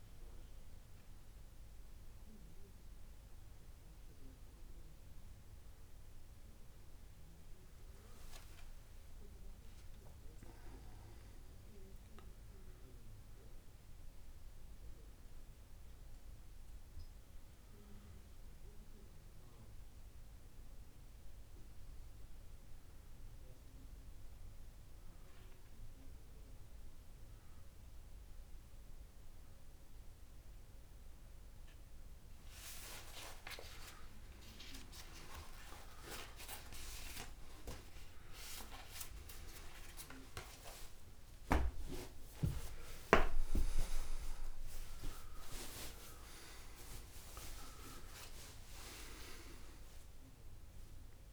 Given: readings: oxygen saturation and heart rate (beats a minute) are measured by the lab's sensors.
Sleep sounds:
a person awake in a sleep study, by a room microphone; 1
13.50-17.00 s: arousal
14.00-16.00 s: long interval between heartbeats (device-marked)
19.50-32.00 s: obstructive apnea (oxygen 98% before, 96% lowest)
24.50-51.33 s: new sleep stage, awake
27.00-29.00 s: long interval between heartbeats (device-marked)
43.00-45.00 s: long interval between heartbeats (device-marked)
From the record:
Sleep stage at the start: N2 (light sleep); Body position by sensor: on the back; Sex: male

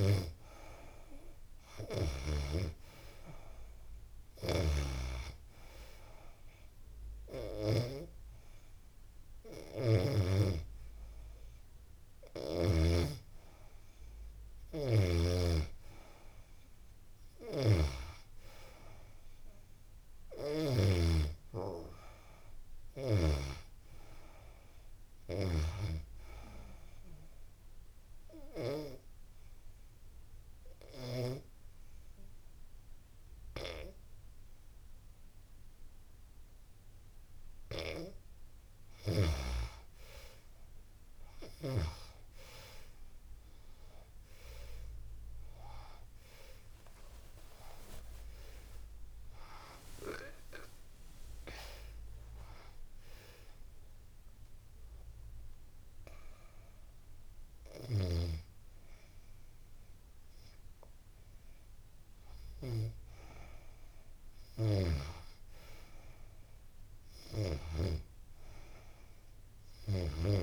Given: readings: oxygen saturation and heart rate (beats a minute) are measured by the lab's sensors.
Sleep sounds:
breathing in sleep by a room microphone; 1
0.00-14.00 s: oxygen desaturation (device-marked, oxygen 89% lowest, heart rate 82 extreme)
20.50-24.00 s: arousal
26.50-38.00 s: obstructive apnea (oxygen 96% before, 88% lowest, heart rate 86 before, 82 extreme, up 8 after)
41.00-54.00 s: oxygen desaturation (device-marked, oxygen 95% before, 88% lowest, heart rate 85 before, 85 extreme)
46.00-50.50 s: arousal
From the record:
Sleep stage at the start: N2 (light sleep); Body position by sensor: on the back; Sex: female

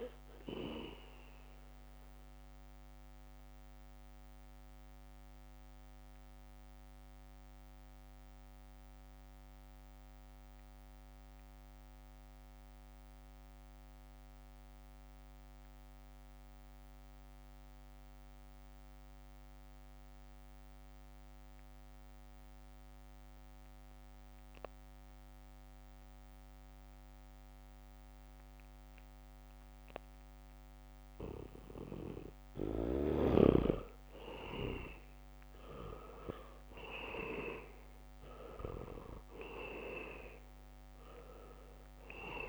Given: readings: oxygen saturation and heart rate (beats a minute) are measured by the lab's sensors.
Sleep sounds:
breathing in sleep by a microphone on the trachea; 1
0.00-4.50 s: leg movement (device-marked)
0.00-17.50 s: oxygen desaturation (device-marked, oxygen 79% lowest, heart rate 62 extreme)
3.50-31.00 s: mixed apnea (oxygen 99% before, 79% lowest, heart rate 66 before, 63 extreme)
30.50-42.49 s: oxygen desaturation (device-marked, oxygen 99% before, 80% lowest, heart rate 70 before, 63 extreme)
35.50-40.50 s: arousal
From the record:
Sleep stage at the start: N2 (light sleep); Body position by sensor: on the back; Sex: male

